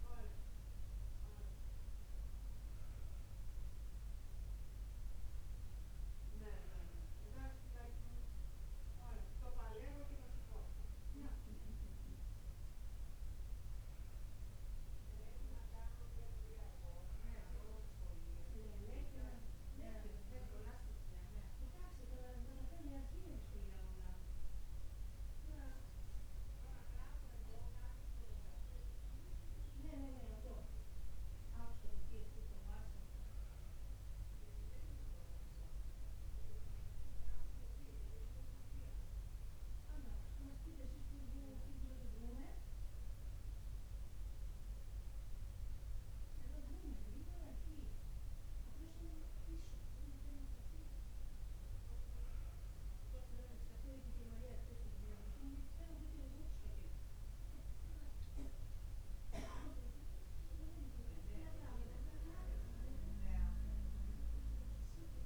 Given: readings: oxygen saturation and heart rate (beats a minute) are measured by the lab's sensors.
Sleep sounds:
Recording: breathing in sleep by a room microphone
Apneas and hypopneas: none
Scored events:
none scored
From the record:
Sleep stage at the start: N2 (light sleep)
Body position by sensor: on the back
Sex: male

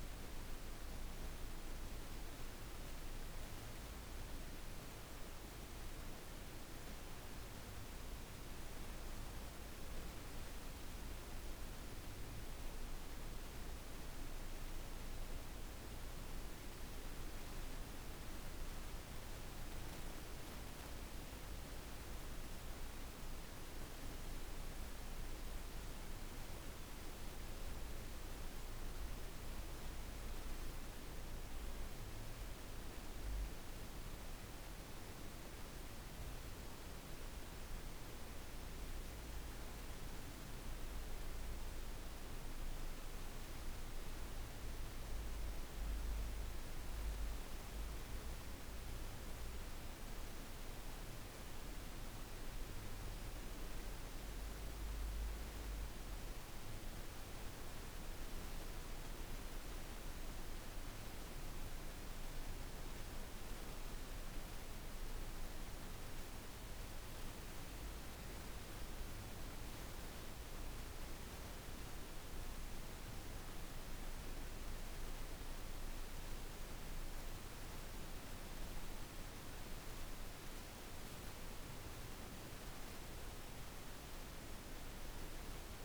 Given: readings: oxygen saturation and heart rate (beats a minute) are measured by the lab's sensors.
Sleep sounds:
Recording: breathing in sleep, hard to hear, by a room microphone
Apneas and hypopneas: none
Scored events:
none scored
From the record:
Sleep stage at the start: N1 (lightest sleep)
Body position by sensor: on the back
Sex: female

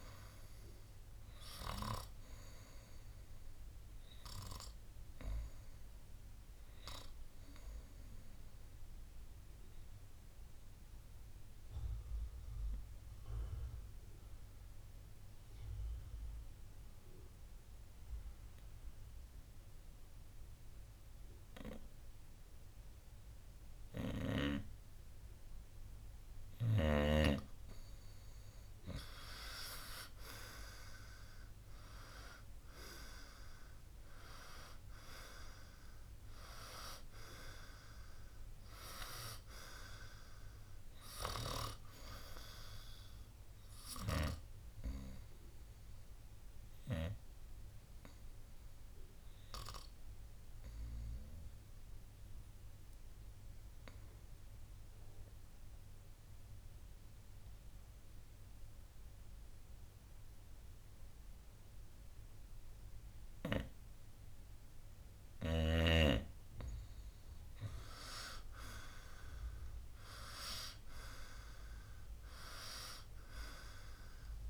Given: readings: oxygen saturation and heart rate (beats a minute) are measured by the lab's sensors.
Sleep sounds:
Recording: breathing in sleep by a room microphone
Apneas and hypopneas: 2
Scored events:
0.00-23.00 s: oxygen desaturation (device-marked, oxygen 91% lowest, heart rate 59 extreme)
3.50-28.00 s: obstructive apnea (oxygen 97% before, 91% lowest, heart rate 65 before, 59 extreme, up 7 after)
31.00-35.50 s: arousal
36.00-43.00 s: oxygen desaturation (device-marked, oxygen 96% before, 93% lowest, heart rate 61 before, 60 extreme)
44.00-66.00 s: obstructive apnea (oxygen 96% before, 91% lowest, heart rate 64 before, 60 extreme, up 5 after)
52.00-67.00 s: oxygen desaturation (device-marked, oxygen 94% before, 91% lowest, heart rate 65 before, 60 extreme)
68.50-72.00 s: arousal
From the record:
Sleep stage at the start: N2 (light sleep)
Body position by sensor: on the right side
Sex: male

